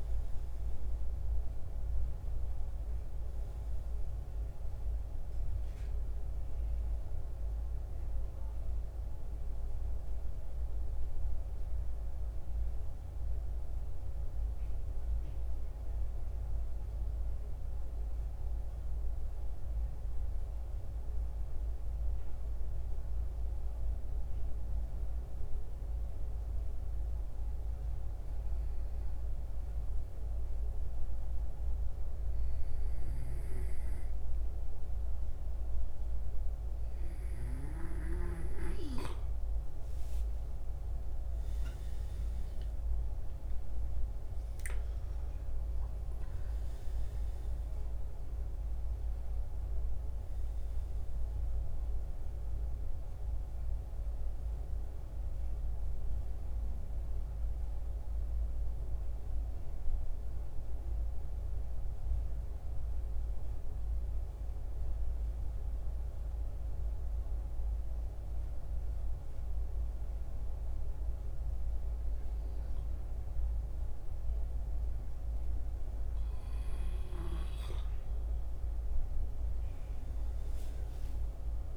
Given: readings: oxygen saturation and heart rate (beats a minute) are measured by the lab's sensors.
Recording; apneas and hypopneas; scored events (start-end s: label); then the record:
breathing in sleep, hard to hear, by a room microphone; 2
0.00-22.50 s: oxygen desaturation (device-marked, oxygen 84% lowest, heart rate 64 extreme)
10.00-38.50 s: mixed apnea (oxygen 93% before, 84% lowest, heart rate 77 before, 64 extreme, up 18 after)
37.50-69.50 s: oxygen desaturation (device-marked, oxygen 94% before, 84% lowest, heart rate 66 before, 63 extreme)
40.50-45.00 s: arousal
57.00-75.50 s: mixed apnea (oxygen 94% before, 84% lowest, heart rate 75 before, 63 extreme, up 13 after)
77.50-81.00 s: arousal
From the record:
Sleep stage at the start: N2 (light sleep); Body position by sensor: on the back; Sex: male